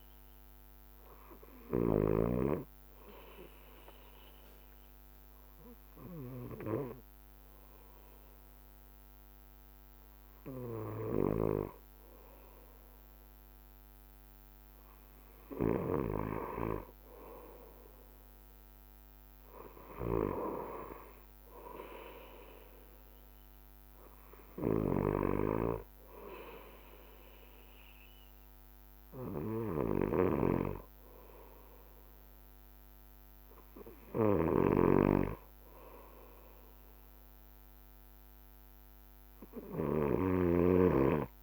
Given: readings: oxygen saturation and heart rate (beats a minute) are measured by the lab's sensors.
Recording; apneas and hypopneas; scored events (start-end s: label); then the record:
breathing in sleep by a microphone on the trachea; 1
0.00-2.00 s: drop in pulse transit time (device-marked, heart rate 31 extreme)
0.00-41.43 s: bradycardia (device-marked)
1.50-13.50 s: hypopnea (oxygen 93% before, 90% lowest, heart rate 38 before, 31 extreme, up 10 after)
3.00-5.00 s: long interval between heartbeats (device-marked, heart rate 38 before, 55 extreme)
7.50-9.50 s: long interval between heartbeats (device-marked, heart rate 41 before, 46 extreme)
14.00-21.00 s: drop in pulse transit time (device-marked, heart rate 46 before, 35 extreme)
15.00-18.00 s: arousal
21.00-23.00 s: long interval between heartbeats (device-marked, heart rate 49 before, 36 extreme)
25.50-27.50 s: long interval between heartbeats (device-marked, heart rate 45 before, 38 extreme)
From the record:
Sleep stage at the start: N2 (light sleep); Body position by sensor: on the back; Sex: male